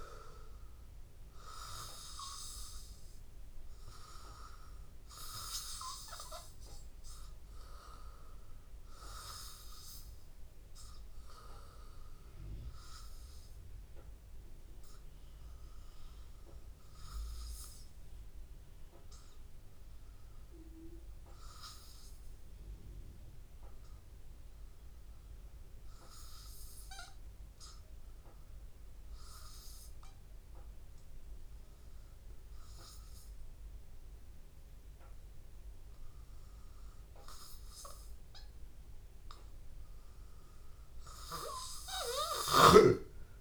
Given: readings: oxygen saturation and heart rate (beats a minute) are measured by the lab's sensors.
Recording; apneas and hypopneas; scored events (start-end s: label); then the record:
breathing in sleep by a room microphone; 1
0.00-21.50 s: oxygen desaturation (device-marked, oxygen 93% lowest, heart rate 81 extreme)
18.50-38.50 s: hypopnea (oxygen 96% before, 90% lowest, heart rate 83 before, 82 extreme, up 1 after)
40.50-43.41 s: oxygen desaturation (device-marked, oxygen 97% before, 92% lowest, heart rate 83 before, 82 extreme)
From the record:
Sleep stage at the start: N2 (light sleep); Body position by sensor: on the back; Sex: male